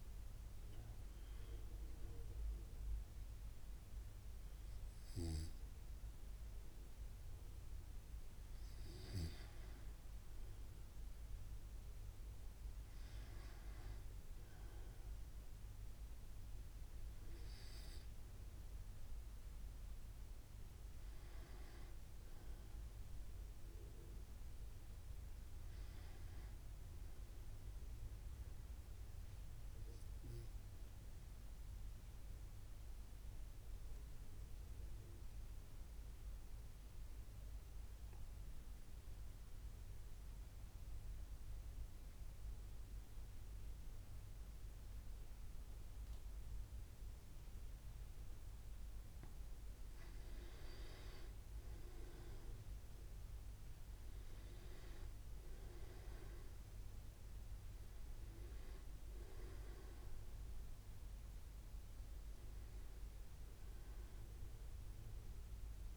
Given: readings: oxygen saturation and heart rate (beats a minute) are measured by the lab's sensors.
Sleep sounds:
breathing in sleep by a room microphone; 1
24.50-29.00 s: arousal
31.00-49.00 s: obstructive apnea (oxygen 97% before, 91% lowest, heart rate 66 before, 64 extreme, up 3 after)
43.00-45.00 s: long interval between heartbeats (device-marked, heart rate 66 before, 66 extreme)
52.00-56.00 s: arousal
52.50-65.97 s: oxygen desaturation (device-marked, oxygen 96% before, 91% lowest, heart rate 66 before, 65 extreme)
From the record:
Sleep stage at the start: N2 (light sleep); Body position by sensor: on the right side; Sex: male

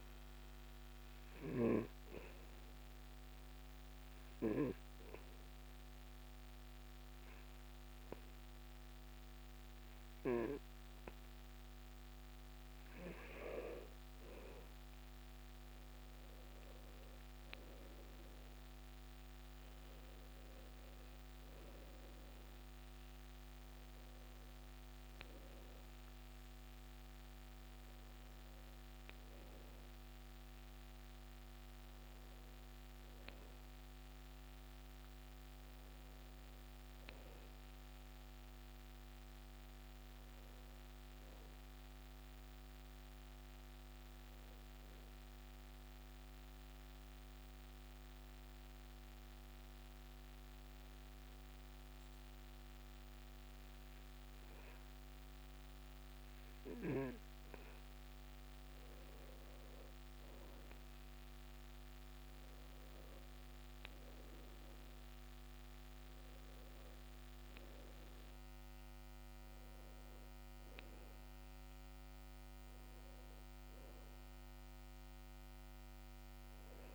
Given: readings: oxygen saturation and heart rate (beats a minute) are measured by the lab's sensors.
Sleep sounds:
breathing in sleep by a microphone on the trachea; 2
0.00-19.50 s: oxygen desaturation (device-marked, oxygen 91% lowest, heart rate 66 extreme)
1.00-14.00 s: obstructive apnea (oxygen 95% before, 90% lowest, heart rate 68 before, 66 extreme, up 12 after)
19.00-24.50 s: arousal
46.00-58.50 s: obstructive apnea (oxygen 94% before, 90% lowest, heart rate 69 before, 62 extreme, up 11 after)
47.50-76.95 s: new sleep stage, N2 (light sleep)
60.50-64.50 s: arousal
74.50-76.95 s: oxygen desaturation (device-marked, oxygen 95% before, 90% lowest, heart rate 70 before, 62 extreme)
From the record:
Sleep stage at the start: N1 (lightest sleep); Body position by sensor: on the back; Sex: male

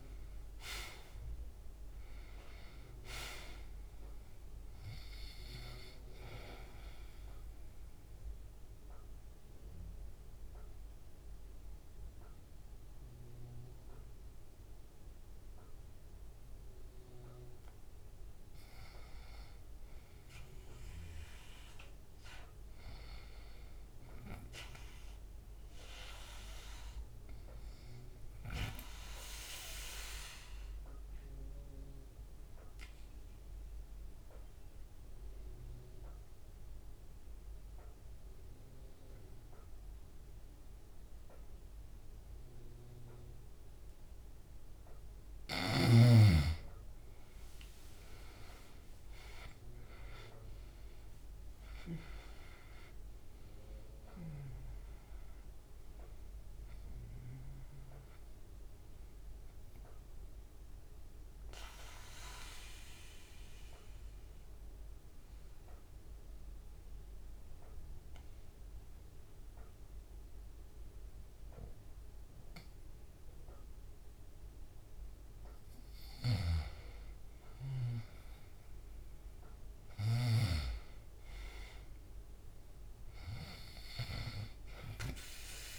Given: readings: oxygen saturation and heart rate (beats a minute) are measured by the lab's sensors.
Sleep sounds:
breathing in sleep by a room microphone; 3
7.50-18.50 s: central apnea (oxygen 98% before, 86% lowest, heart rate 67 before, 62 extreme, up 9 after)
10.00-29.00 s: oxygen desaturation (device-marked, oxygen 98% before, 86% lowest, heart rate 68 before, 62 extreme)
20.00-24.00 s: arousal
29.00-45.00 s: obstructive apnea (oxygen 98% before, 87% lowest, heart rate 67 before, 65 extreme, up 16 after)
47.00-50.50 s: arousal
54.00-82.00 s: oxygen desaturation (device-marked, oxygen 97% before, 87% lowest, heart rate 71 before, 66 extreme)
60.00-75.00 s: obstructive apnea (oxygen 98% before, 87% lowest, heart rate 73 before, 68 extreme, up 2 after)
76.00-80.00 s: snoring (device-marked)
77.00-80.50 s: arousal
From the record:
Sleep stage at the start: N2 (light sleep); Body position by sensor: on the back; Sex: male

